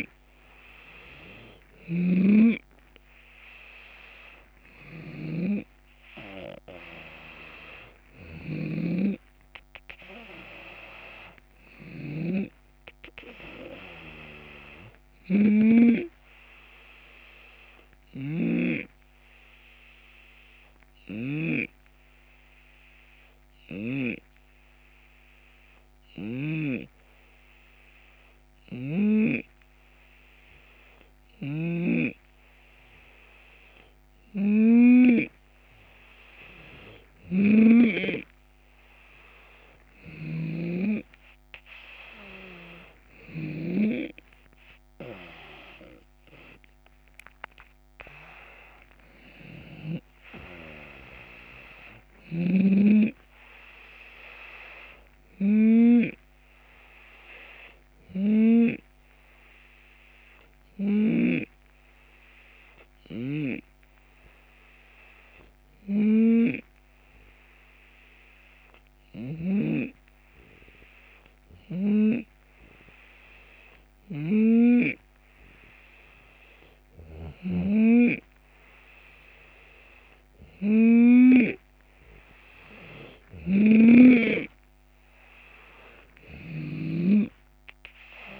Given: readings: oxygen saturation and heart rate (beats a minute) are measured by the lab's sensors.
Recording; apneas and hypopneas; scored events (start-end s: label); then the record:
breathing in sleep by a microphone on the trachea; 2
0.00-26.00 s: snoring (device-marked)
1.50-16.50 s: oxygen desaturation (device-marked, oxygen 93% before, 89% lowest, heart rate 76 before, 72 extreme)
2.50-23.50 s: drop in pulse transit time (device-marked, heart rate 76 before, 74 extreme)
3.00-7.50 s: arousal
16.50-34.50 s: hypopnea (oxygen 93% before, 88% lowest, heart rate 78 before, 72 extreme, up 8 after)
30.50-43.00 s: snoring (device-marked)
39.50-55.50 s: drop in pulse transit time (device-marked, heart rate 74 before, 79 extreme)
41.00-47.00 s: arousal
42.50-46.50 s: oxygen desaturation (device-marked, oxygen 93% before, 89% lowest, heart rate 74 before, 73 extreme)
55.50-78.00 s: hypopnea (oxygen 93% before, 87% lowest, heart rate 80 before, 73 extreme, up 4 after)
62.50-69.00 s: snoring (device-marked)
73.50-88.40 s: snoring (device-marked)
78.50-88.40 s: oxygen desaturation (device-marked, oxygen 93% before, 88% lowest, heart rate 74 before, 73 extreme)
80.00-83.50 s: arousal
83.50-88.40 s: drop in pulse transit time (device-marked, heart rate 74 before, 75 extreme)
From the record:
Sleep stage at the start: N2 (light sleep); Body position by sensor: on the left side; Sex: male